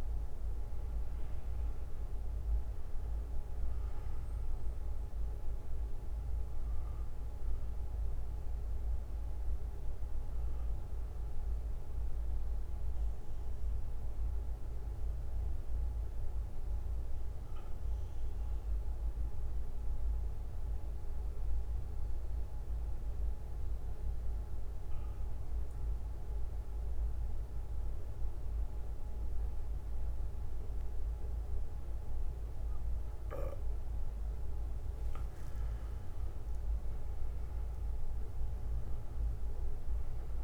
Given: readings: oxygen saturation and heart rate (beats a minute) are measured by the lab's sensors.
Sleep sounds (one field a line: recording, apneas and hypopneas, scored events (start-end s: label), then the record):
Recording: breathing in sleep, hard to hear, by a room microphone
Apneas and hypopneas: 1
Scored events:
0.00-1.00 s: arousal
3.50-14.50 s: bradycardia (device-marked, heart rate 60 before, 52 extreme)
10.00-34.50 s: mixed apnea (oxygen 98% before, 90% lowest, heart rate 63 before, 48 extreme, up 14 after)
17.50-25.50 s: oxygen desaturation (device-marked, oxygen 96% before, 91% lowest, heart rate 61 before, 55 extreme)
18.50-24.50 s: bradycardia (device-marked, heart rate 60 before, 54 extreme)
26.50-28.50 s: bradycardia (device-marked, heart rate 60 before, 57 extreme)
29.50-33.50 s: bradycardia (device-marked, heart rate 60 before, 56 extreme)
36.50-39.00 s: arousal
From the record:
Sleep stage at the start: N2 (light sleep)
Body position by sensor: on the back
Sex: male